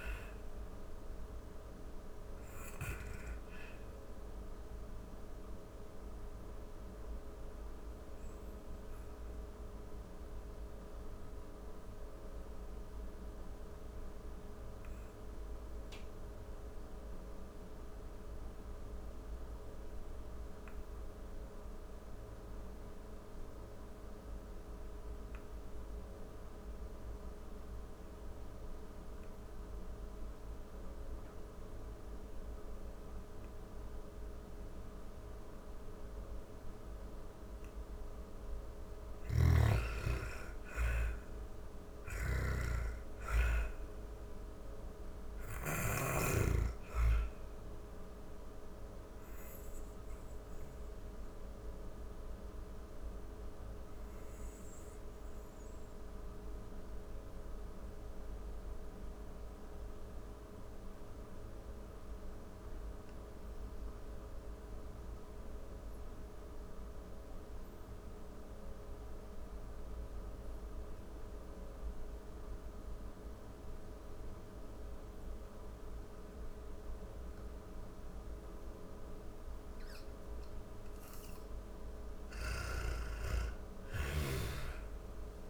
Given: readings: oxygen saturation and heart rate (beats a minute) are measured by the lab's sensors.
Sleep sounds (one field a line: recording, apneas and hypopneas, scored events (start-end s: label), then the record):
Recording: breathing in sleep by a room microphone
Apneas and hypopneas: 2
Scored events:
0.00-11.50 s: oxygen desaturation (device-marked, oxygen 82% lowest, heart rate 39 extreme)
1.50-34.50 s: obstructive apnea (oxygen 98% before, 82% lowest, heart rate 64 before, 28 extreme, up 10 after)
31.50-63.50 s: oxygen desaturation (device-marked, oxygen 98% before, 85% lowest, heart rate 48 before, 28 extreme)
37.50-42.50 s: arousal
37.50-44.50 s: snoring (device-marked)
46.00-79.00 s: obstructive apnea (oxygen 99% before, 85% lowest)
75.50-85.50 s: oxygen desaturation (device-marked, oxygen 98% before, 86% lowest)
80.50-85.00 s: arousal
From the record:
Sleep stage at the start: N2 (light sleep)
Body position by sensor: on the back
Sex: female